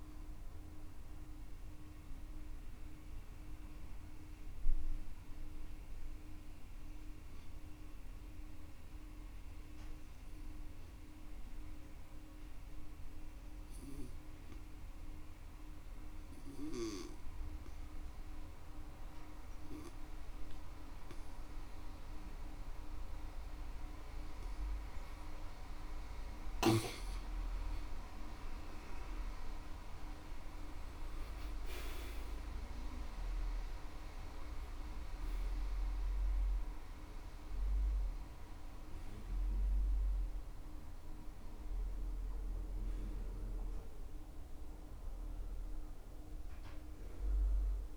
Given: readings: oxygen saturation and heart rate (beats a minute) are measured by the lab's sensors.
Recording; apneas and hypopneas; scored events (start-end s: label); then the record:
breathing in sleep by a room microphone; 1
0.00-14.00 s: oxygen desaturation (device-marked, oxygen 90% lowest, heart rate 58 extreme)
0.50-25.50 s: obstructive apnea (oxygen 98% before, 89% lowest, heart rate 67 before, 59 extreme, up 12 after)
28.00-32.00 s: arousal
41.00-47.97 s: oxygen desaturation (device-marked, oxygen 95% before, 89% lowest, heart rate 68 before, 58 extreme)
From the record:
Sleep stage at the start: N2 (light sleep); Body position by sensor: on the back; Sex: male